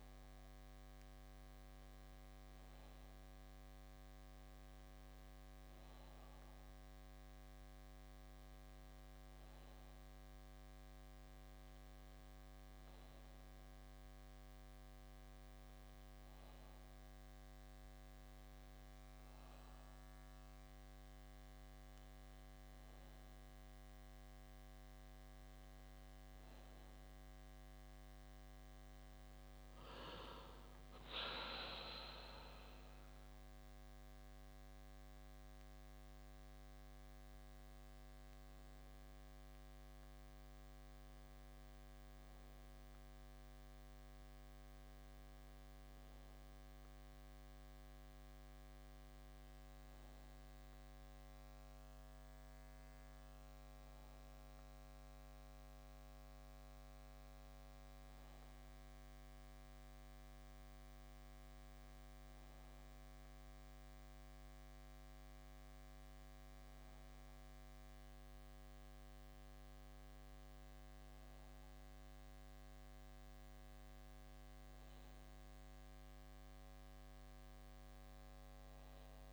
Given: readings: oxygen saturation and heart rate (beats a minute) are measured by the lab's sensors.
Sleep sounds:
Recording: breathing in sleep, hard to hear, by a microphone on the trachea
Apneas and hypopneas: none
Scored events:
none scored
From the record:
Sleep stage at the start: N2 (light sleep)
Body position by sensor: on the back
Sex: male

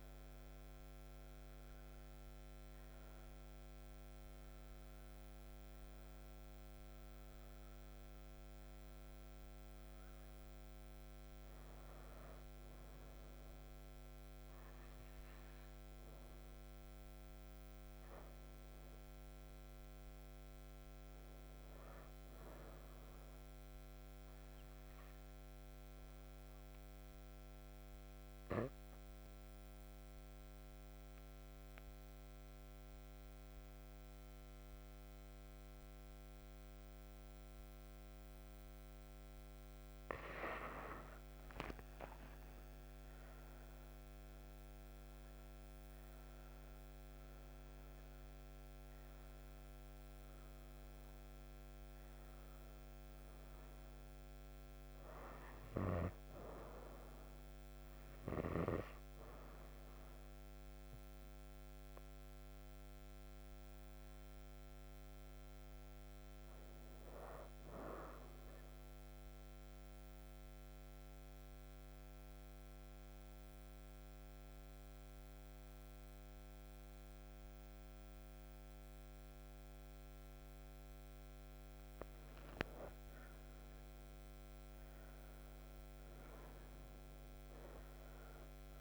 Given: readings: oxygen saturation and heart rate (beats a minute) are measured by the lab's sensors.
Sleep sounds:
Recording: breathing in sleep by a microphone on the trachea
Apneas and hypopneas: 2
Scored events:
0.00-1.50 s: arousal
4.00-26.00 s: oxygen desaturation (device-marked, oxygen 97% before, 93% lowest)
24.00-40.00 s: obstructive apnea (oxygen 97% before, 89% lowest)
41.00-71.00 s: oxygen desaturation (device-marked, oxygen 97% before, 89% lowest)
42.00-47.00 s: arousal
68.50-80.50 s: obstructive apnea (oxygen 97% before, 89% lowest)
82.00-86.00 s: arousal
From the record:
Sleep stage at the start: N2 (light sleep)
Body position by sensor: on the right side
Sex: female

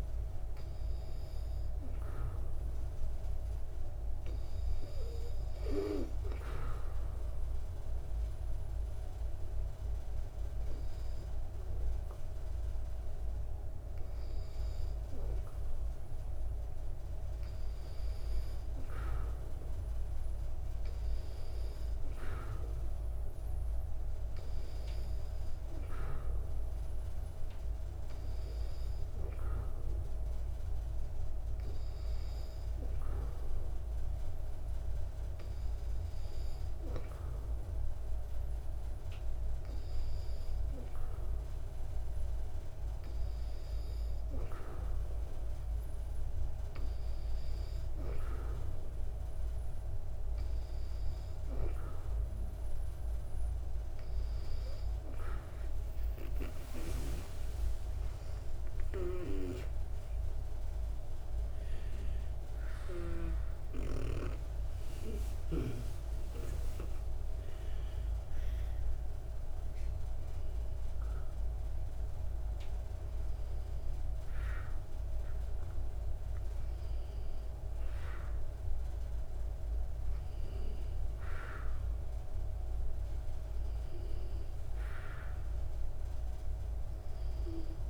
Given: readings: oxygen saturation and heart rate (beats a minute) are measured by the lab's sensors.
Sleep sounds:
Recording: a person partly awake in a sleep study, by a room microphone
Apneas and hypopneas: none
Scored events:
59.00-64.50 s: snoring (device-marked)
60.00-87.89 s: new sleep stage, awake
From the record:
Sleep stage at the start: N2 (light sleep)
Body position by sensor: on the back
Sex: female

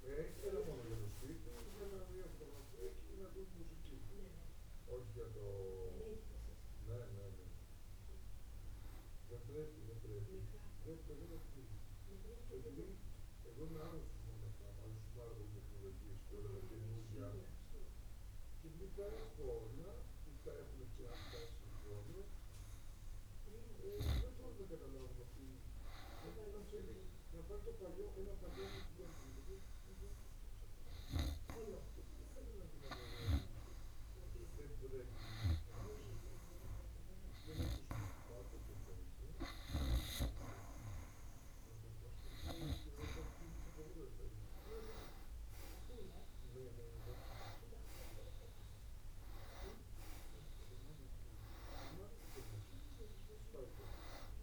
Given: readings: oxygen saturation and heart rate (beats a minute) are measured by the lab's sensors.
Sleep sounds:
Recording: breathing in sleep by a room microphone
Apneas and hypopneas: 1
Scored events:
6.50-20.50 s: oxygen desaturation (device-marked, oxygen 94% before, 91% lowest, heart rate 70 before, 54 extreme)
23.00-26.00 s: arousal
30.00-45.00 s: hypopnea (oxygen 97% before, 93% lowest, heart rate 55 before, 55 extreme, up 6 after)
47.50-52.00 s: arousal
From the record:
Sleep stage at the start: N2 (light sleep)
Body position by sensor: on the back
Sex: male

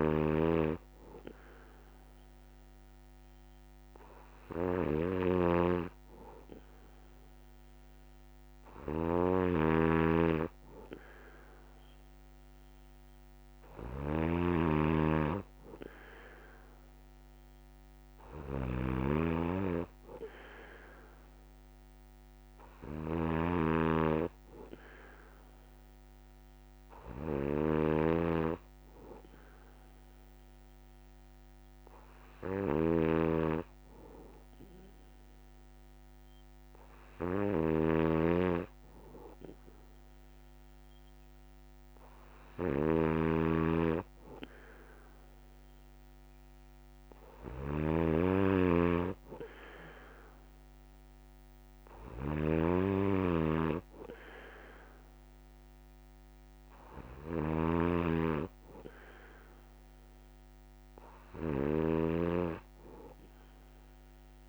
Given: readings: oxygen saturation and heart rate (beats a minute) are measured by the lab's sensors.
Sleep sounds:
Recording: breathing in sleep by a microphone on the trachea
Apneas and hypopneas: none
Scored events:
0.00-64.49 s: snoring (device-marked)
From the record:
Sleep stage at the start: N3 (deep sleep)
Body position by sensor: on the back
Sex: male

